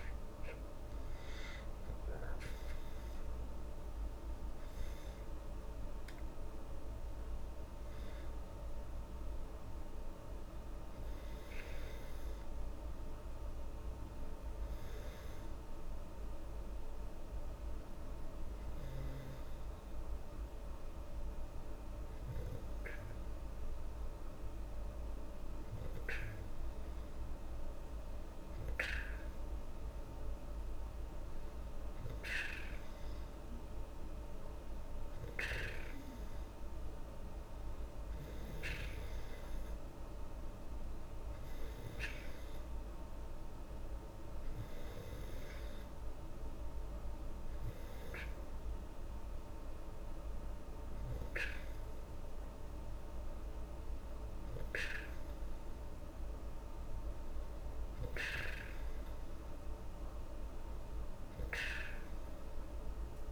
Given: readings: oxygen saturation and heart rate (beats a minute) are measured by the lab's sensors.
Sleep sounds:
breathing in sleep by a room microphone; none
none scored
From the record:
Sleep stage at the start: N2 (light sleep); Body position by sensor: on the back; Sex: female

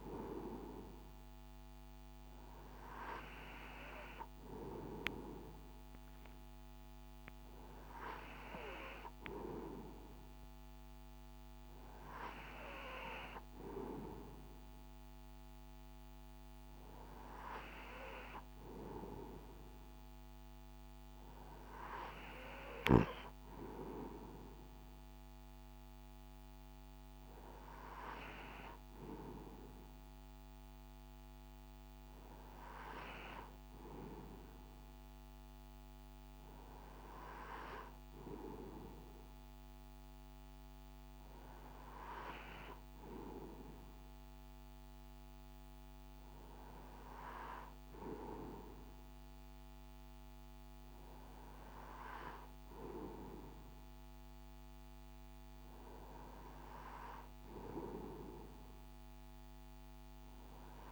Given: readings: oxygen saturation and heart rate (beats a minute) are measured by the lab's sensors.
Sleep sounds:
breathing in sleep by a microphone on the trachea; none
none scored
From the record:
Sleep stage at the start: N2 (light sleep); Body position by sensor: on the right side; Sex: male

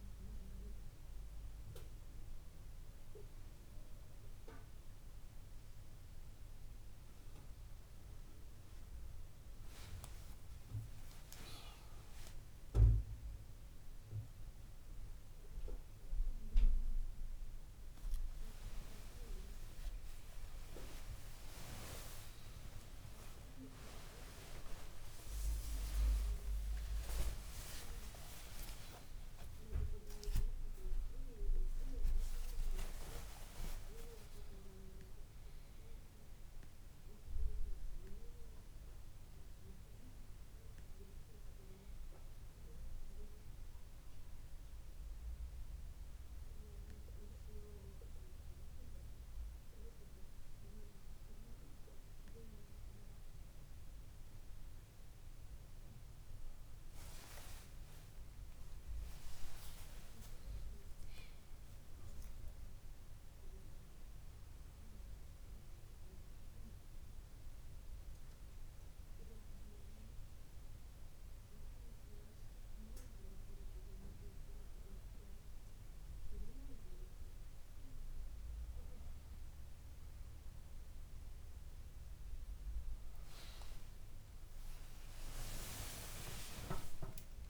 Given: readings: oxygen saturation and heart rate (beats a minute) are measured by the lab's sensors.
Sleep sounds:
a person awake in a sleep study, by a room microphone; none
0.00-7.00 s: bradycardia (device-marked, heart rate 56 extreme)
10.50-12.50 s: long interval between heartbeats (device-marked, heart rate 75 before, 81 extreme)
12.50-14.50 s: long interval between heartbeats (device-marked, heart rate 69 before, 125 extreme)
19.00-21.00 s: long interval between heartbeats (device-marked, heart rate 82 before, 85 extreme)
22.50-24.50 s: long interval between heartbeats (device-marked, heart rate 87 before, 140 extreme)
25.00-27.00 s: long interval between heartbeats (device-marked, heart rate 103 before, 179 extreme)
28.00-30.00 s: long interval between heartbeats (device-marked, heart rate 122 before, 136 extreme)
30.00-46.00 s: bradycardia (device-marked)
33.00-35.00 s: long interval between heartbeats (device-marked, heart rate 134 before, 59 extreme)
45.00-47.00 s: long interval between heartbeats (device-marked)
53.50-55.50 s: long interval between heartbeats (device-marked, heart rate 46 before, 64 extreme)
57.50-59.50 s: long interval between heartbeats (device-marked, heart rate 47 before, 84 extreme)
60.50-62.50 s: long interval between heartbeats (device-marked, heart rate 52 before, 107 extreme)
65.00-72.00 s: bradycardia (device-marked, heart rate 71 before, 58 extreme)
75.50-77.50 s: long interval between heartbeats (device-marked, heart rate 82 before, 67 extreme)
78.00-80.00 s: bradycardia (device-marked, heart rate 71 before, 68 extreme)
83.00-85.00 s: long interval between heartbeats (device-marked, heart rate 70 before, 65 extreme)
85.50-87.49 s: long interval between heartbeats (device-marked, heart rate 67 before, 98 extreme)
From the record:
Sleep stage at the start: awake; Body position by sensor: on the back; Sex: female

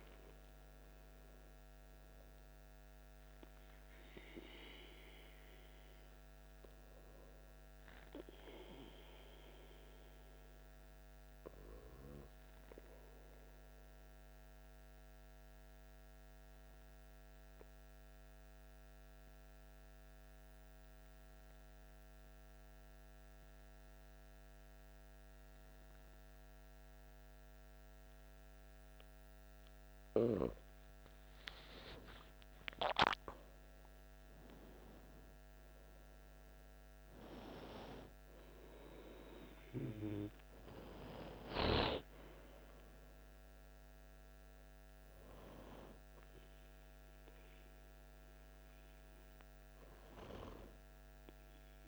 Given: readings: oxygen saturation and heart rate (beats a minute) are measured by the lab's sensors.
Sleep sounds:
breathing in sleep by a microphone on the trachea; 1
10.00-30.50 s: obstructive apnea (oxygen 98% before, 95% lowest, heart rate 57 before, 54 extreme, up 9 after)
32.00-36.50 s: arousal
50.50-51.88 s: oxygen desaturation (device-marked, oxygen 99% before, 95% lowest, heart rate 59 before, 54 extreme)
From the record:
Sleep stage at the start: N2 (light sleep); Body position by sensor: on the back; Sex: male

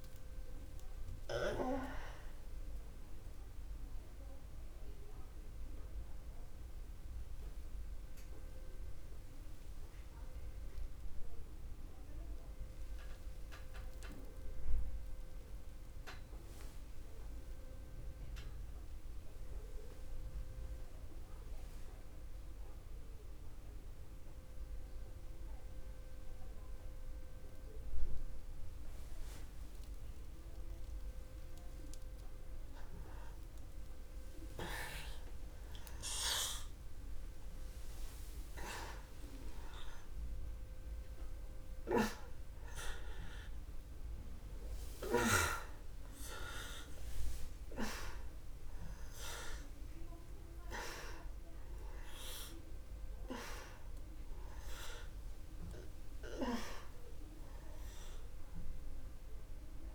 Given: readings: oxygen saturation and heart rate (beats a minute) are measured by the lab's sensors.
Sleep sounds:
breathing in sleep by a room microphone; 1
0.00-11.50 s: oxygen desaturation (device-marked, oxygen 83% lowest, heart rate 47 extreme)
6.00-34.50 s: obstructive apnea (oxygen 95% before, 87% lowest, heart rate 68 before, 65 extreme, up 0 after)
36.00-39.50 s: arousal
42.50-59.95 s: oxygen desaturation (device-marked, oxygen 98% before, 87% lowest, heart rate 66 before, 64 extreme)
From the record:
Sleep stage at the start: N2 (light sleep); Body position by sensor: on the back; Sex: male

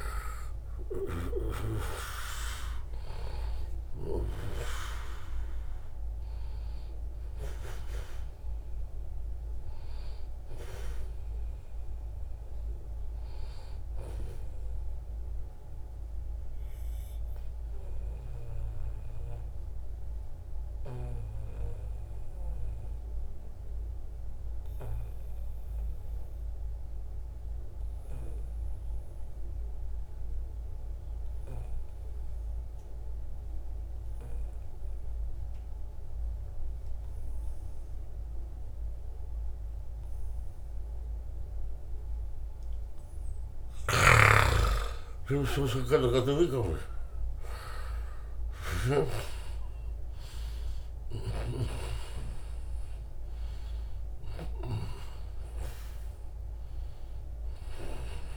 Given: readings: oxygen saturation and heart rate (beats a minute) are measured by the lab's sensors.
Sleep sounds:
breathing in sleep by a room microphone; 1
0.00-20.00 s: oxygen desaturation (device-marked, oxygen 89% lowest, heart rate 68 extreme)
1.50-3.50 s: long interval between heartbeats (device-marked, heart rate 74 before, 85 extreme)
16.50-43.00 s: obstructive apnea (oxygen 96% before, 88% lowest, heart rate 83 before, 68 extreme, up 4 after)
37.00-58.37 s: oxygen desaturation (device-marked, oxygen 96% before, 88% lowest, heart rate 74 before, 68 extreme)
44.50-50.00 s: arousal
From the record:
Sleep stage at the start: N2 (light sleep); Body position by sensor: on the back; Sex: male

